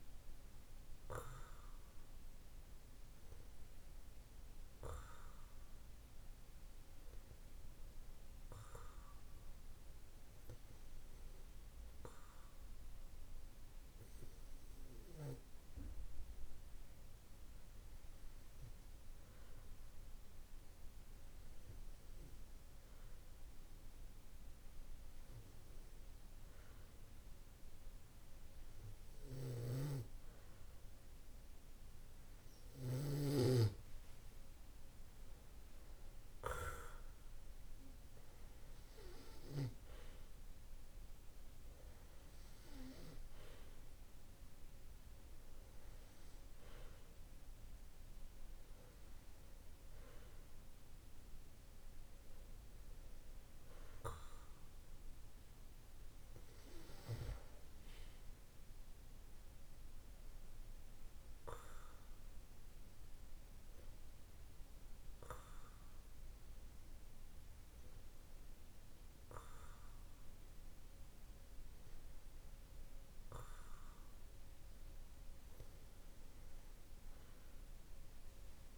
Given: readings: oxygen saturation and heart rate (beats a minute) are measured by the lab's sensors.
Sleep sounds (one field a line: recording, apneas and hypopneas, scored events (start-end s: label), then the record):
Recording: breathing in sleep by a room microphone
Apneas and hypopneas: 1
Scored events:
8.50-31.00 s: hypopnea (oxygen 97% before, 93% lowest, heart rate 50 before, 50 extreme, up 5 after)
34.00-37.50 s: arousal
From the record:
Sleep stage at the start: N2 (light sleep)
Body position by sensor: on the back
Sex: male